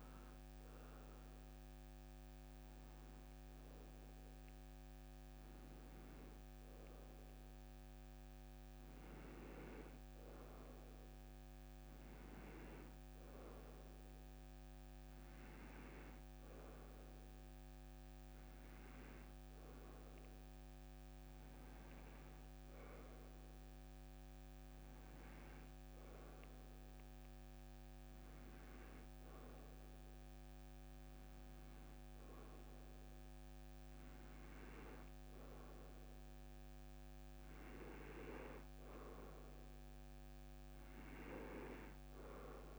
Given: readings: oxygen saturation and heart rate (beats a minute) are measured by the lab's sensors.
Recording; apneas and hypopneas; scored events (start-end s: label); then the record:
breathing in sleep by a microphone on the trachea; none
0.00-6.00 s: oxygen desaturation (device-marked, oxygen 90% lowest, heart rate 118 extreme)
16.00-22.00 s: oxygen desaturation (device-marked, oxygen 93% before, 90% lowest, heart rate 166 before, 109 extreme)
From the record:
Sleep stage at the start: N2 (light sleep); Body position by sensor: on the back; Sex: male